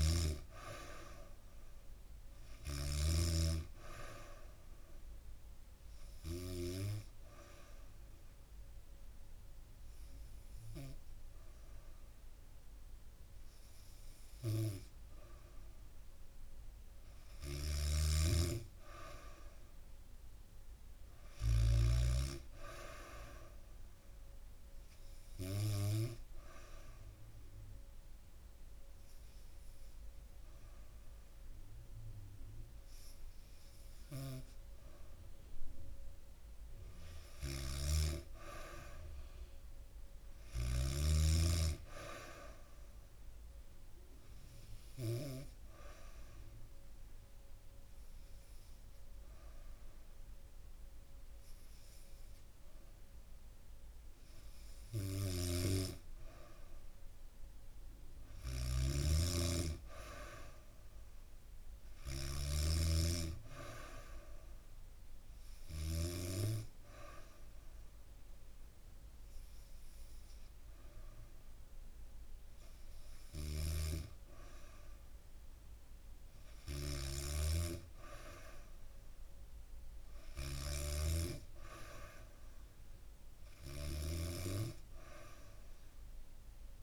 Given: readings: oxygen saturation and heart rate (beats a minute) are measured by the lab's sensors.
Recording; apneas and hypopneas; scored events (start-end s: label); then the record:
breathing in sleep by a room microphone; 3
0.00-1.00 s: arousal
0.00-6.00 s: snoring (device-marked)
6.00-16.50 s: obstructive apnea (oxygen 95% before, 92% lowest, heart rate 70 before, 65 extreme, up 1 after)
17.00-21.00 s: snoring (device-marked)
19.00-22.00 s: arousal
23.00-35.00 s: oxygen desaturation (device-marked, oxygen 95% before, 92% lowest, heart rate 70 before, 65 extreme)
24.50-35.50 s: obstructive apnea (oxygen 95% before, 92% lowest, heart rate 70 before, 65 extreme, up 3 after)
36.50-40.50 s: snoring (device-marked)
37.50-41.50 s: arousal
44.50-55.50 s: obstructive apnea (oxygen 95% before, 92% lowest, heart rate 67 before, 67 extreme, up 2 after)
54.50-65.50 s: snoring (device-marked)
57.50-60.00 s: arousal
63.00-74.00 s: oxygen desaturation (device-marked, oxygen 95% before, 92% lowest, heart rate 69 before, 67 extreme)
73.00-86.83 s: snoring (device-marked)
From the record:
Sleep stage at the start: N2 (light sleep); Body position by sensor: on the back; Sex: female